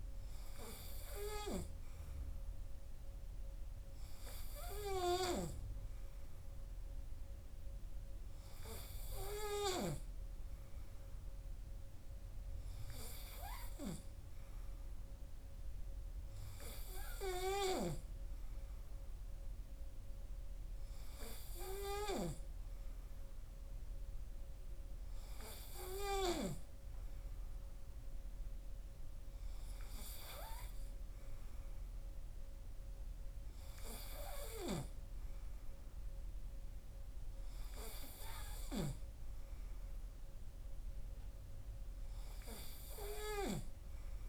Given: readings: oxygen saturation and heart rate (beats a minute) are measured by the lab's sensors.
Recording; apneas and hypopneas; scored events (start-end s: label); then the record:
breathing in sleep by a room microphone; none
none scored
From the record:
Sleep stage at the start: N3 (deep sleep); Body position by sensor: on the right side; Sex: male